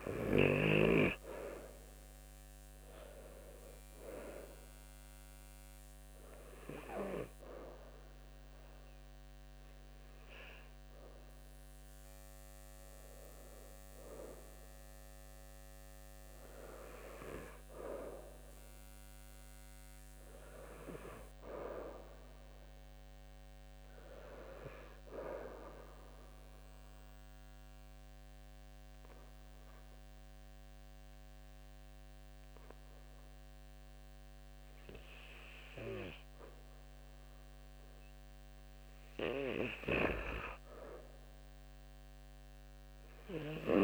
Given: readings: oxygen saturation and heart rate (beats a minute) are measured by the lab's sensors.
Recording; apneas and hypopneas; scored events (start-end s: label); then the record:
breathing in sleep by a microphone on the trachea; 1
1.00-22.00 s: oxygen desaturation (device-marked, oxygen 94% before, 90% lowest, heart rate 70 before, 71 extreme)
26.00-38.50 s: obstructive apnea (oxygen 95% before, 91% lowest, heart rate 74 before, 71 extreme, up 5 after)
29.00-39.00 s: oxygen desaturation (device-marked, oxygen 95% before, 91% lowest, heart rate 74 before, 71 extreme)
41.50-43.83 s: arousal
From the record:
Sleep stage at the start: N2 (light sleep); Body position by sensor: on the back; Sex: male